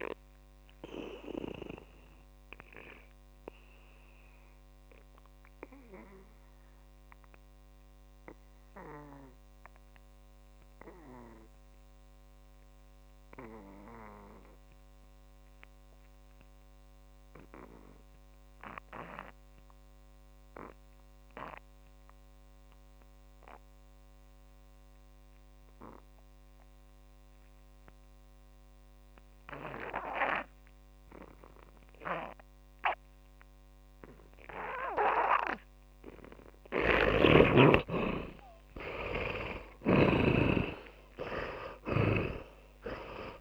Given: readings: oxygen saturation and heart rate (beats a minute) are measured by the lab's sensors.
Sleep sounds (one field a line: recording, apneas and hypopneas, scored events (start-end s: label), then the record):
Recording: breathing in sleep by a microphone on the trachea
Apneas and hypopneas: 1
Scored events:
0.00-20.50 s: oxygen desaturation (device-marked, oxygen 75% lowest, heart rate 46 extreme)
1.50-37.00 s: mixed apnea (oxygen 100% before, 74% lowest, heart rate 64 before, 46 extreme, up 28 after)
22.50-43.41 s: oxygen desaturation (device-marked, oxygen 100% before, 74% lowest, heart rate 65 before, 46 extreme)
37.50-41.50 s: arousal
From the record:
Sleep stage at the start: N2 (light sleep)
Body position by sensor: on the back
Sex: male